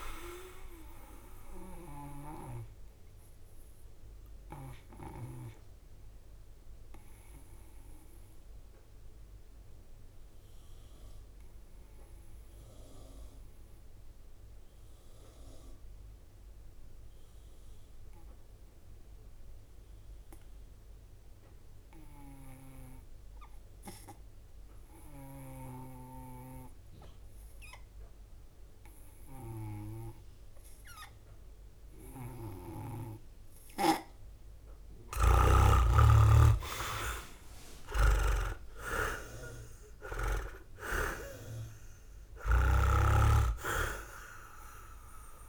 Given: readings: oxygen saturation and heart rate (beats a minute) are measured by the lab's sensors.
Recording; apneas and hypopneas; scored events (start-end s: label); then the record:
breathing in sleep by a room microphone; 1
1.50-33.50 s: obstructive apnea (oxygen 99% before, 94% lowest, heart rate 57 before, 52 extreme, up 15 after)
34.00-45.48 s: drop in pulse transit time (device-marked, heart rate 55 before, 53 extreme)
35.00-38.50 s: leg movement (device-marked)
35.50-40.00 s: arousal
From the record:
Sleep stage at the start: N2 (light sleep); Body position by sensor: on the right side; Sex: male